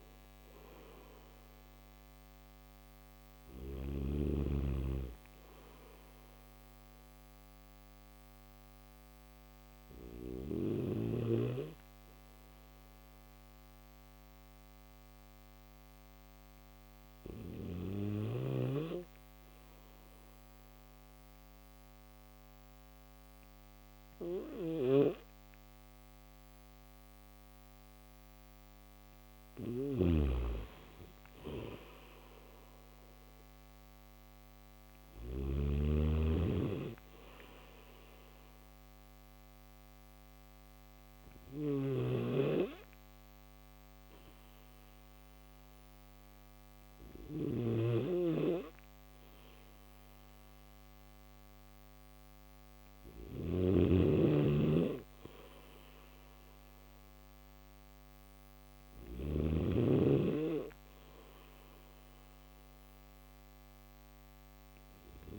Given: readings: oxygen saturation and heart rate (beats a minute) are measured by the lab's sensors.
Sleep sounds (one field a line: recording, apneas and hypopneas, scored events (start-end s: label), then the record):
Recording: breathing in sleep by a microphone on the trachea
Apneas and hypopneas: 1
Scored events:
0.00-3.50 s: snoring (device-marked)
5.00-28.00 s: obstructive apnea (oxygen 97% before, 91% lowest, heart rate 76 before, 74 extreme, up 1 after)
24.00-35.00 s: snoring (device-marked)
27.50-48.50 s: oxygen desaturation (device-marked, oxygen 96% before, 91% lowest, heart rate 75 before, 74 extreme)
41.00-59.00 s: snoring (device-marked)
From the record:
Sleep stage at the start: N1 (lightest sleep)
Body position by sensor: on the back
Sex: male